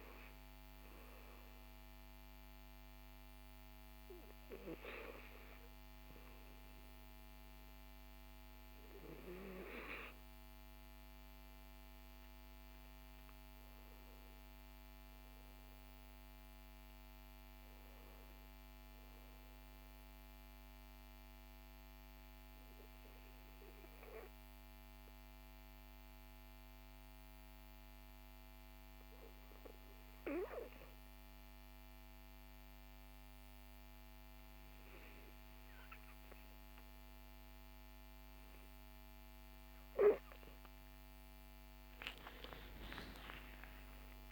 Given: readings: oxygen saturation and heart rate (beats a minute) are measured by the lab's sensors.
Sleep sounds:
breathing in sleep by a microphone on the trachea; 1
20.00-31.00 s: obstructive apnea (oxygen 98% before, 94% lowest, heart rate 59 before, 46 extreme, up 12 after)
38.00-42.50 s: arousal
From the record:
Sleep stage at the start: N2 (light sleep); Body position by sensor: on the back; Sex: male

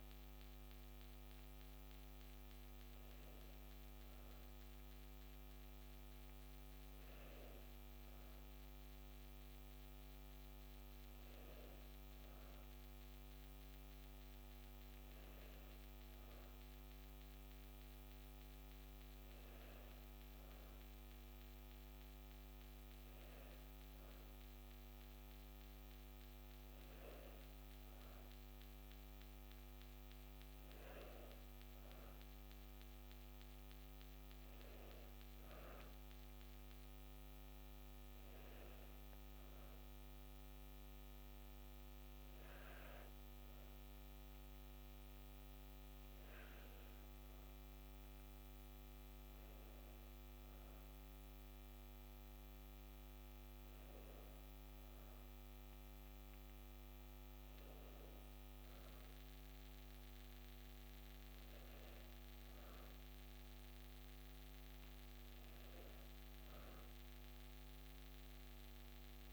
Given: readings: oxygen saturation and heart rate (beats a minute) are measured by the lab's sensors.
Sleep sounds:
breathing in sleep, hard to hear, by a microphone on the trachea; none
none scored
From the record:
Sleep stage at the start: N2 (light sleep); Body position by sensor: on the back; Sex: female

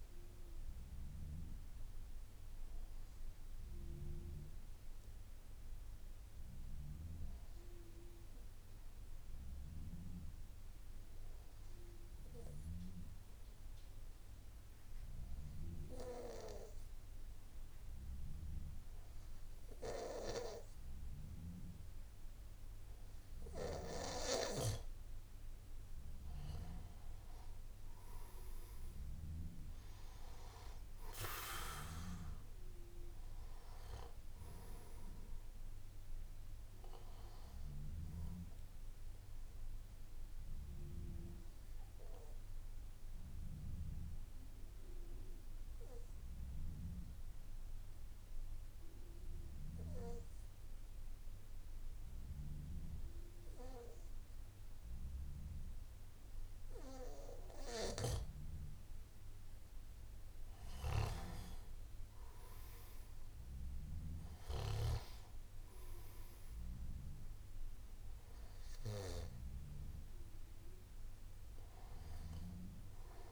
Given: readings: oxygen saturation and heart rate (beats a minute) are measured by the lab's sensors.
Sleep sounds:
breathing in sleep by a room microphone; 2
2.50-24.00 s: obstructive apnea (oxygen 98% before, 93% lowest, heart rate 56 before, 53 extreme, up 5 after)
30.00-52.00 s: oxygen desaturation (device-marked, oxygen 97% before, 93% lowest, heart rate 56 before, 52 extreme)
41.50-58.50 s: obstructive apnea (oxygen 98% before, 93% lowest, heart rate 56 before, 52 extreme, up 7 after)
65.00-73.32 s: oxygen desaturation (device-marked, oxygen 98% before, 94% lowest, heart rate 56 before, 52 extreme)
From the record:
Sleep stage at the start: N2 (light sleep); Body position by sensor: on the back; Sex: male

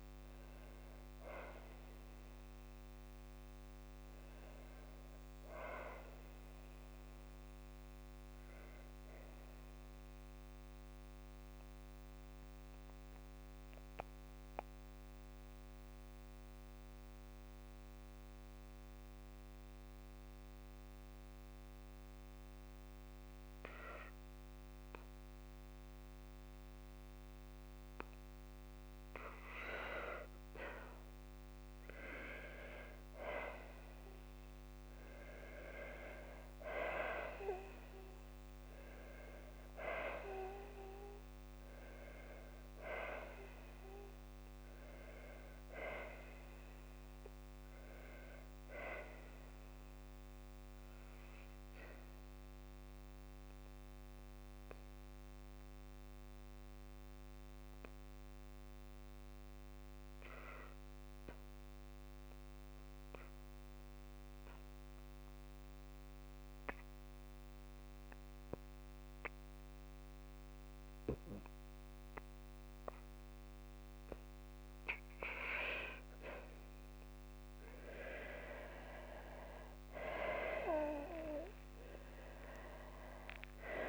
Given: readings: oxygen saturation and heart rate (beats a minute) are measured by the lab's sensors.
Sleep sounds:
breathing in sleep by a microphone on the trachea; 2
5.00-8.00 s: arousal
11.00-29.00 s: hypopnea (oxygen 97% before, 94% lowest, heart rate 72 before, 56 extreme, up 4 after)
33.00-37.00 s: arousal
63.50-78.50 s: obstructive apnea (oxygen 98% before, 94% lowest, heart rate 58 before, 57 extreme, up 36 after)
80.00-83.50 s: arousal
82.50-83.89 s: long interval between heartbeats (device-marked, heart rate 57 before, 69 extreme)
From the record:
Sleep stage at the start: N2 (light sleep); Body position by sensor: on the back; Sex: female

